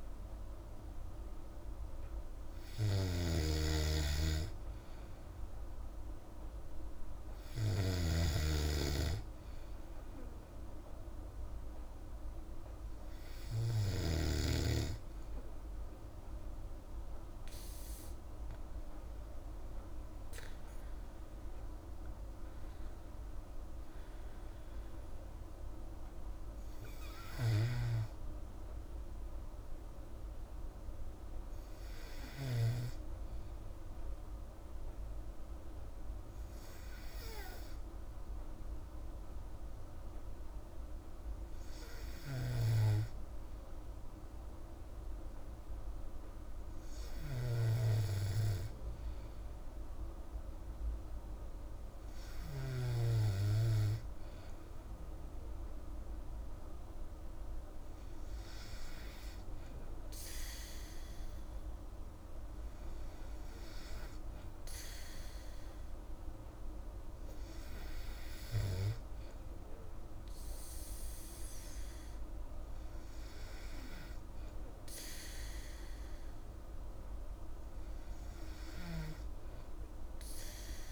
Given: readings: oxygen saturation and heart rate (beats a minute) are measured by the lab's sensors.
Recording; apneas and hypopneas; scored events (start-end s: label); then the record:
breathing in sleep by a room microphone; none
0.00-14.00 s: snoring (device-marked)
From the record:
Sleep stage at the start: N2 (light sleep); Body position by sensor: on the back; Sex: female